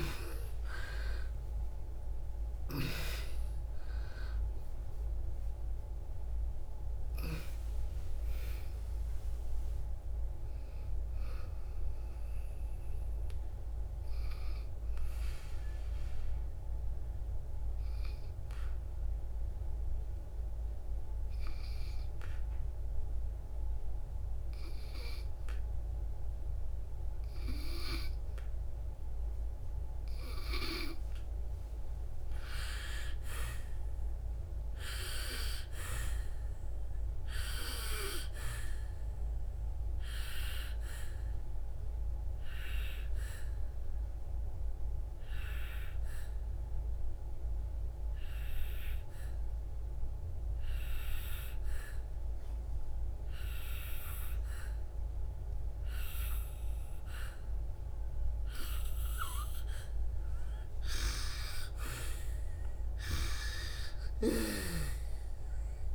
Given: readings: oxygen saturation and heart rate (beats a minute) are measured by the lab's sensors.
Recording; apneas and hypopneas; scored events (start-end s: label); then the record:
breathing in sleep by a room microphone; 2
0.00-5.00 s: arousal
0.00-28.50 s: oxygen desaturation (device-marked, oxygen 88% lowest, heart rate 55 extreme)
17.00-30.50 s: obstructive apnea (oxygen 99% before, 88% lowest, heart rate 64 before, 59 extreme, up 11 after)
33.00-36.00 s: arousal
39.00-60.00 s: obstructive apnea (oxygen 99% before, 89% lowest, heart rate 63 before, 57 extreme, up 10 after)
48.50-58.50 s: oxygen desaturation (device-marked, oxygen 98% before, 91% lowest, heart rate 67 before, 57 extreme)
60.50-65.95 s: oxygen desaturation (device-marked, oxygen 97% before, 89% lowest, heart rate 64 before, 57 extreme)
62.00-65.00 s: arousal
From the record:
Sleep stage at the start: N2 (light sleep); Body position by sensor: on the back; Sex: female